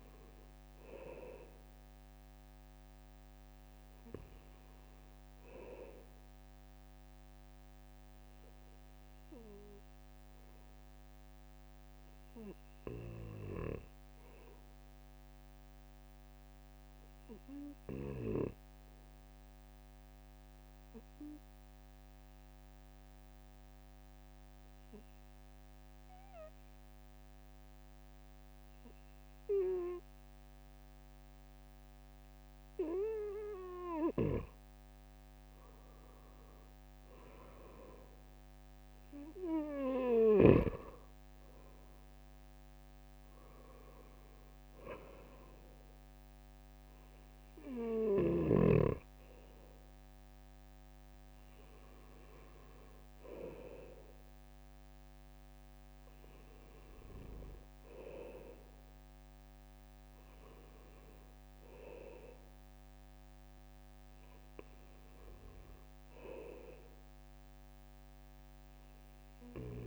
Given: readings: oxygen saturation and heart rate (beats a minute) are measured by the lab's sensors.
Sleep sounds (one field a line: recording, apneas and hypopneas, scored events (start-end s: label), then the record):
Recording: breathing in sleep by a microphone on the trachea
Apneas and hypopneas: 1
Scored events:
8.00-35.00 s: obstructive apnea (oxygen 96% before, 93% lowest, heart rate 62 before, 62 extreme, up 3 after)
37.00-40.00 s: arousal
From the record:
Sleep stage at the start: N2 (light sleep)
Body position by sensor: on the right side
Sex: male